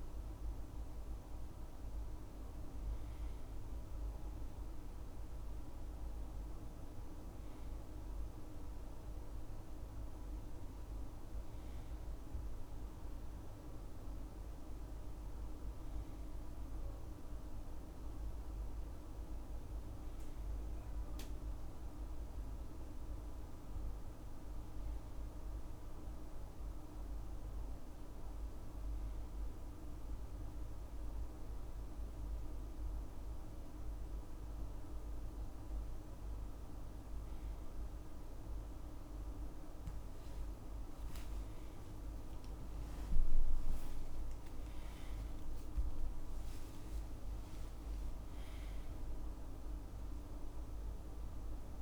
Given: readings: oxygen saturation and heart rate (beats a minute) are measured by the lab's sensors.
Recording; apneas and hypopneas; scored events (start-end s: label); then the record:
breathing in sleep, hard to hear, by a room microphone; none
50.00-51.82 s: new sleep stage, awake
From the record:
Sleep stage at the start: N1 (lightest sleep); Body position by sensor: on the left side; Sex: male